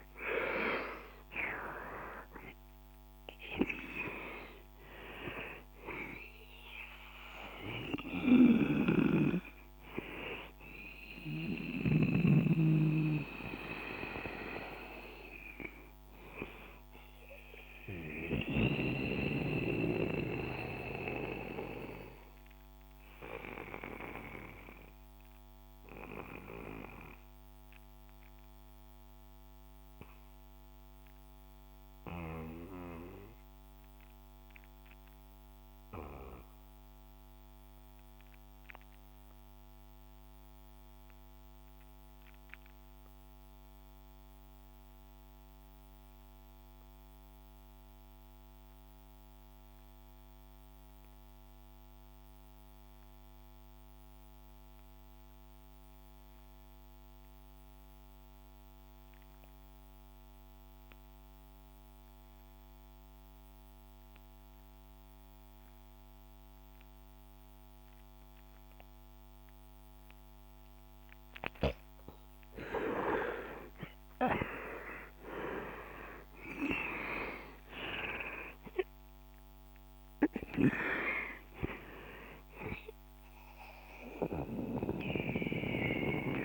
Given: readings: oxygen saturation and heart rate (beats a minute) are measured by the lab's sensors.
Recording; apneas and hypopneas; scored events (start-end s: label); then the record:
breathing in sleep by a microphone on the trachea; 1
0.00-2.00 s: arousal
0.00-28.00 s: oxygen desaturation (device-marked, oxygen 79% lowest, heart rate 53 extreme)
8.50-12.00 s: snoring (device-marked)
18.00-72.00 s: mixed apnea (oxygen 92% before, 77% lowest, heart rate 75 before, 55 extreme, up 25 after)
22.00-86.45 s: new sleep stage, REM sleep
46.00-86.45 s: oxygen desaturation (device-marked, oxygen 98% before, 77% lowest, heart rate 70 before, 55 extreme)
73.50-77.00 s: arousal
From the record:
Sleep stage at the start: N2 (light sleep); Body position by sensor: on the back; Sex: male